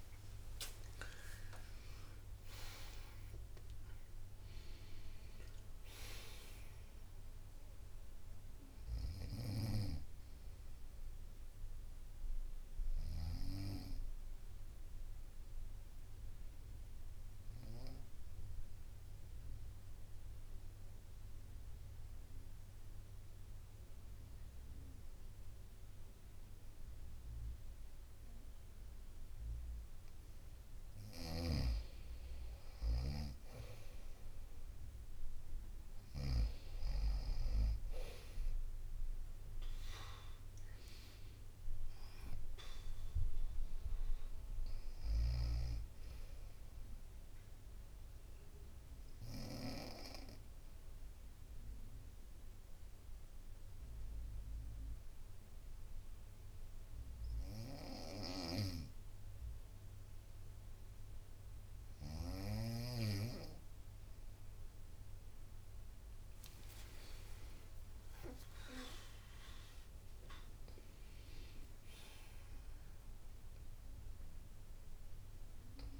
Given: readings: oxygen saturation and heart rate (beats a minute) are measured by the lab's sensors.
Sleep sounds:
breathing in sleep by a room microphone; 2
0.00-3.50 s: arousal
0.00-4.50 s: tachycardia (device-marked, heart rate 105 extreme)
2.50-15.50 s: drop in pulse transit time (device-marked, heart rate 65 before, 60 extreme)
5.50-7.50 s: long interval between heartbeats (device-marked, heart rate 72 before, 104 extreme)
9.00-13.00 s: snoring (device-marked)
10.50-29.00 s: obstructive apnea (oxygen 96% before, 93% lowest, heart rate 80 before, 54 extreme, up 4 after)
12.50-19.50 s: bradycardia (device-marked, heart rate 67 before, 57 extreme)
31.00-36.50 s: snoring (device-marked)
33.50-50.50 s: drop in pulse transit time (device-marked, heart rate 60 before, 55 extreme)
35.50-59.50 s: oxygen desaturation (device-marked, oxygen 98% before, 93% lowest, heart rate 60 before, 54 extreme)
36.50-40.00 s: arousal
44.50-52.50 s: bradycardia (device-marked, heart rate 66 before, 54 extreme)
47.50-63.50 s: obstructive apnea (oxygen 98% before, 93% lowest, heart rate 61 before, 52 extreme, up 52 after)
57.50-62.50 s: snoring (device-marked)
65.50-69.50 s: tachycardia (device-marked, heart rate 66 before, 108 extreme)
67.00-71.50 s: arousal
67.50-69.50 s: long interval between heartbeats (device-marked, heart rate 59 before, 89 extreme)
69.50-76.00 s: drop in pulse transit time (device-marked, heart rate 63 before, 62 extreme)
From the record:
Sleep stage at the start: N2 (light sleep); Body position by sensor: on the right side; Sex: female

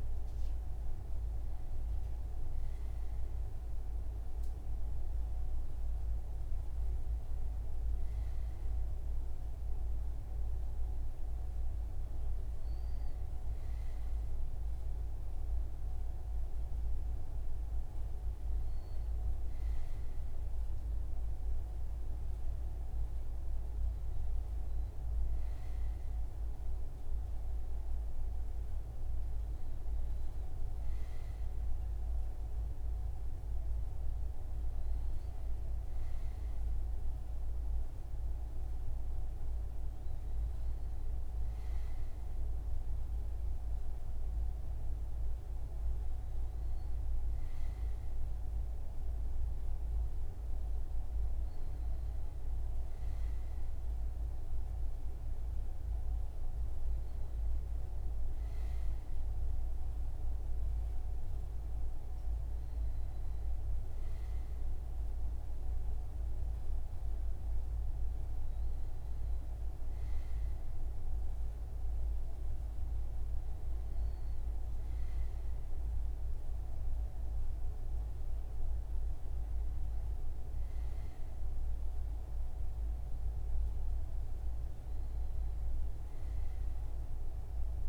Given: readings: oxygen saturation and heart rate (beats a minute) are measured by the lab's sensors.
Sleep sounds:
breathing in sleep, hard to hear, by a room microphone; none
none scored
From the record:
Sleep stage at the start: N2 (light sleep); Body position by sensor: on the front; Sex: male

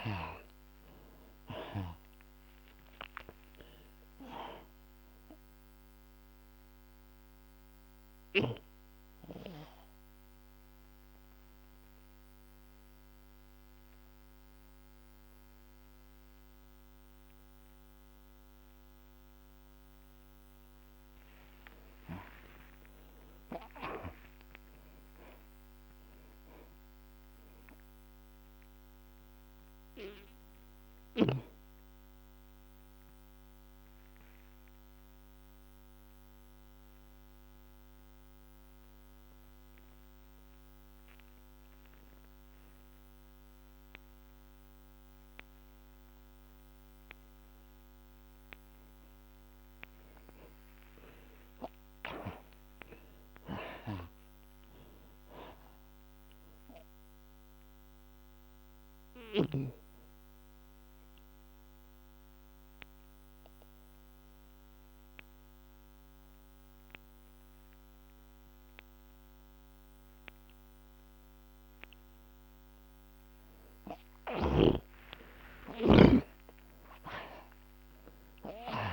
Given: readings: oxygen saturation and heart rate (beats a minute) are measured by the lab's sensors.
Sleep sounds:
breathing in sleep by a microphone on the trachea; 3
0.00-3.50 s: arousal
5.50-20.50 s: oxygen desaturation (device-marked, oxygen 93% before, 68% lowest, heart rate 86 before, 68 extreme)
7.00-19.50 s: obstructive apnea (oxygen 93% before, 68% lowest, heart rate 89 before, 68 extreme, up 39 after)
21.50-26.50 s: arousal
29.50-45.50 s: obstructive apnea (oxygen 92% before, 68% lowest, heart rate 85 before, 49 extreme, up 6 after)
30.50-44.50 s: oxygen desaturation (device-marked, oxygen 91% before, 75% lowest, heart rate 87 before, 49 extreme)
46.50-75.50 s: oxygen desaturation (device-marked, oxygen 92% before, 68% lowest)
49.50-54.00 s: arousal
58.00-71.50 s: obstructive apnea (oxygen 92% before, 68% lowest)
74.00-78.00 s: arousal
77.50-78.92 s: oxygen desaturation (device-marked, oxygen 91% before, 70% lowest)
From the record:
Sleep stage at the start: N2 (light sleep); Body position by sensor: on the back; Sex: male

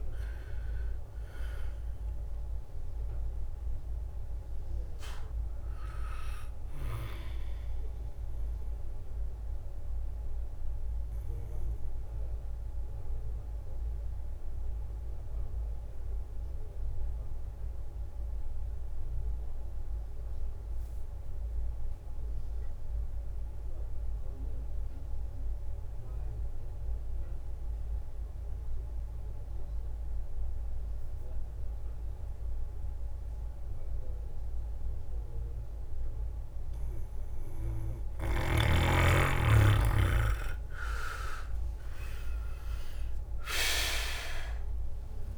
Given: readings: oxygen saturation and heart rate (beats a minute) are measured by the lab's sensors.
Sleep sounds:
breathing in sleep by a room microphone; 1
0.00-7.50 s: drop in pulse transit time (device-marked, heart rate 66 extreme)
0.00-13.50 s: oxygen desaturation (device-marked, oxygen 90% lowest, heart rate 59 extreme)
8.50-38.00 s: obstructive apnea (oxygen 99% before, 90% lowest, heart rate 71 before, 59 extreme, up 17 after)
36.50-45.38 s: oxygen desaturation (device-marked, oxygen 99% before, 90% lowest, heart rate 63 before, 58 extreme)
40.50-44.00 s: arousal
41.50-45.38 s: drop in pulse transit time (device-marked, heart rate 63 before, 66 extreme)
From the record:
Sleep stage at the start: N2 (light sleep); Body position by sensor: on the back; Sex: male

